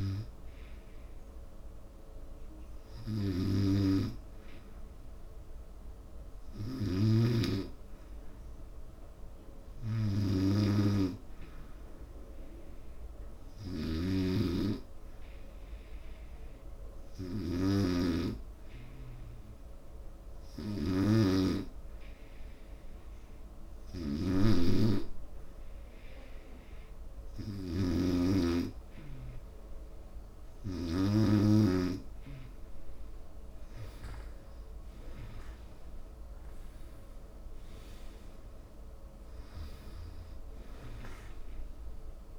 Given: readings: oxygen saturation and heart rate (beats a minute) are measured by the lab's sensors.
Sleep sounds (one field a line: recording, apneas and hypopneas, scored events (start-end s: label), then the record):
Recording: breathing in sleep by a room microphone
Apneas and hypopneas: 1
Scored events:
12.50-29.50 s: hypopnea (oxygen 95% before, 91% lowest, heart rate 80 before, 71 extreme, up 11 after)
14.00-18.50 s: snoring (device-marked)
27.00-42.39 s: oxygen desaturation (device-marked, oxygen 96% before, 92% lowest, heart rate 73 before, 71 extreme)
31.50-34.50 s: arousal
From the record:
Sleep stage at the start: N2 (light sleep)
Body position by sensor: on the right side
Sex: male